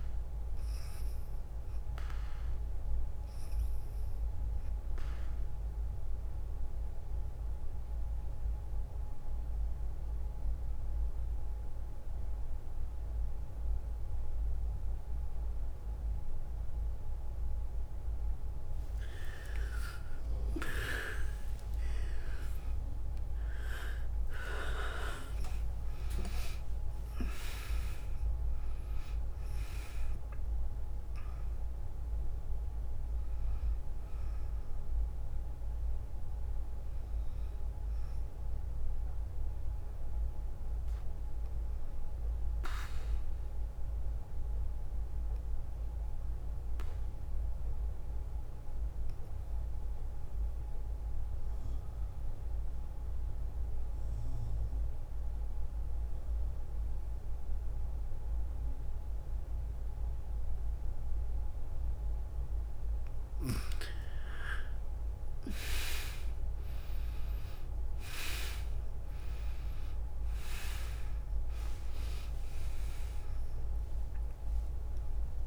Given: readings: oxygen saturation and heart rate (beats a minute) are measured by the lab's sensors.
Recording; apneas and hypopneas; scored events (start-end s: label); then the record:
breathing in sleep by a room microphone; 2
5.00-18.00 s: obstructive apnea (oxygen 98% before, 87% lowest, heart rate 63 before, 56 extreme, up 3 after)
15.50-48.50 s: oxygen desaturation (device-marked, oxygen 98% before, 87% lowest, heart rate 65 before, 56 extreme)
20.50-25.50 s: arousal
47.00-63.00 s: obstructive apnea (oxygen 96% before, 84% lowest, heart rate 63 before, 59 extreme, up 11 after)
64.50-70.50 s: arousal
66.50-75.47 s: oxygen desaturation (device-marked, oxygen 99% before, 89% lowest, heart rate 62 before, 58 extreme)
From the record:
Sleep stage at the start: N2 (light sleep); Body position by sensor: on the back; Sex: female